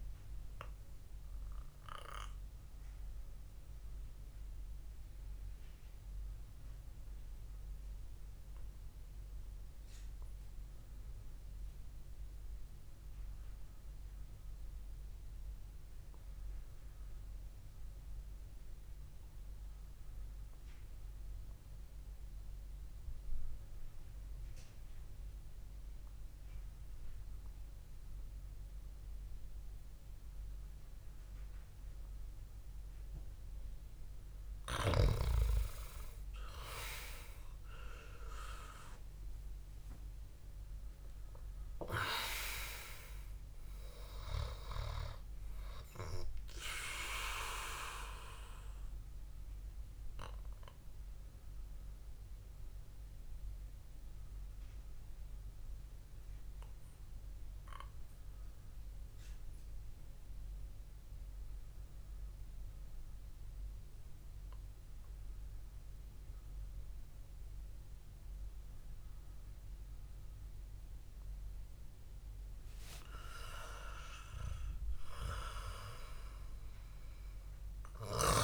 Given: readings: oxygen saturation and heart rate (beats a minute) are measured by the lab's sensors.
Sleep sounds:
breathing in sleep by a room microphone; 2
0.50-34.00 s: mixed apnea (oxygen 99% before, 87% lowest, heart rate 61 before, 52 extreme, up 7 after)
12.50-18.50 s: oxygen desaturation (device-marked, oxygen 96% before, 91% lowest, heart rate 64 before, 52 extreme)
31.50-67.50 s: oxygen desaturation (device-marked, oxygen 99% before, 87% lowest, heart rate 68 before, 57 extreme)
36.50-41.00 s: arousal
50.00-73.00 s: mixed apnea (oxygen 99% before, 87% lowest, heart rate 59 before, 63 extreme, up 6 after)
74.00-77.50 s: arousal
From the record:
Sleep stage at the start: N2 (light sleep); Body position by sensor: on the back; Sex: male

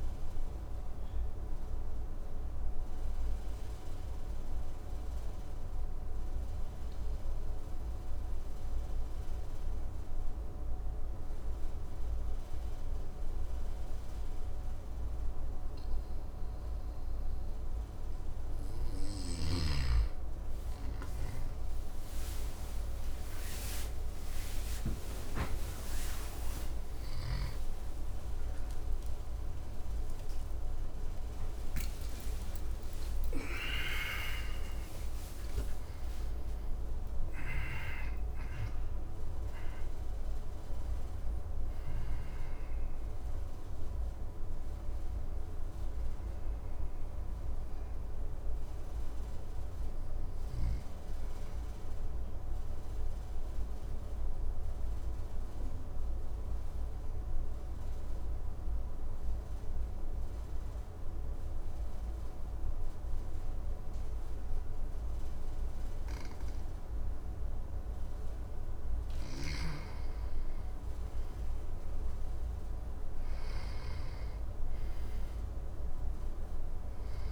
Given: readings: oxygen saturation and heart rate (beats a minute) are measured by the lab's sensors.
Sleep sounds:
breathing in sleep by a room microphone; 2
1.00-17.50 s: obstructive apnea (oxygen 99% before, 92% lowest, heart rate 58 before, 57 extreme, up 31 after)
19.50-24.00 s: arousal
22.00-40.00 s: oxygen desaturation (device-marked, oxygen 97% before, 92% lowest, heart rate 59 before, 52 extreme)
23.00-53.00 s: new sleep stage, N1 (lightest sleep)
49.50-68.00 s: obstructive apnea (oxygen 97% before, 92% lowest, heart rate 113 before, 52 extreme, up 8 after)
53.00-77.31 s: new sleep stage, N2 (light sleep)
70.00-74.00 s: arousal
71.00-77.31 s: oxygen desaturation (device-marked, oxygen 100% before, 92% lowest, heart rate 54 before, 52 extreme)
From the record:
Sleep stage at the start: N2 (light sleep); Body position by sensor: on the back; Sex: male

